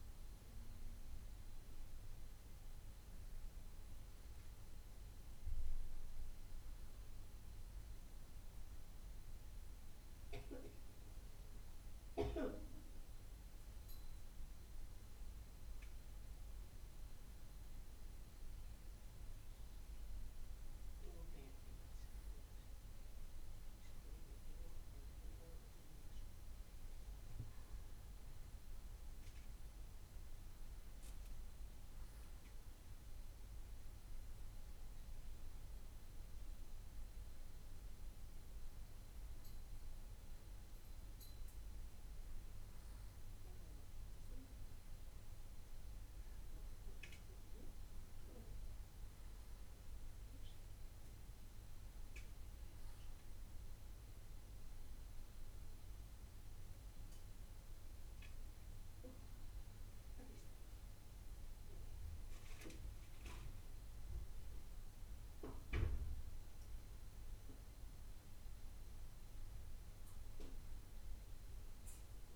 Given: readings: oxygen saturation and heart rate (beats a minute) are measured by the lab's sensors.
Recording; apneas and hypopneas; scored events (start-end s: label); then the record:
breathing in sleep by a room microphone; none
none scored
From the record:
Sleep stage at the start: N1 (lightest sleep); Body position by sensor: on the back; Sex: male